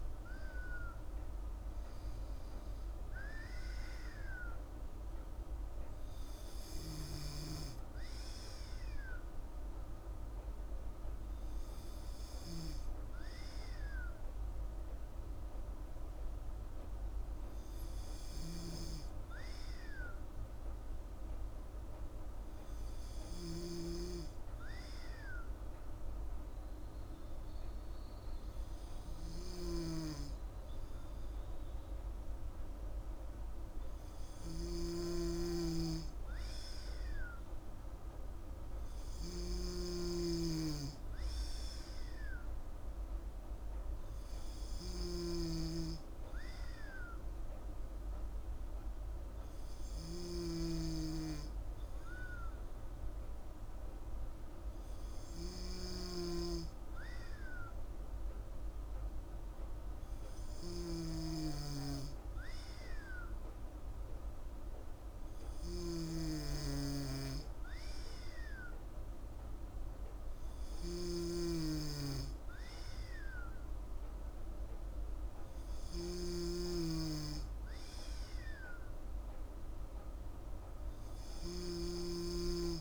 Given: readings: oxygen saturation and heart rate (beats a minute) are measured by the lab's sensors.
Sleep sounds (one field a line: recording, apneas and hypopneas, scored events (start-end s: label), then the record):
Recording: breathing in sleep by a room microphone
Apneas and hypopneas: none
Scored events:
35.00-82.81 s: snoring (device-marked)
From the record:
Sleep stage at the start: N2 (light sleep)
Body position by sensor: on the back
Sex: female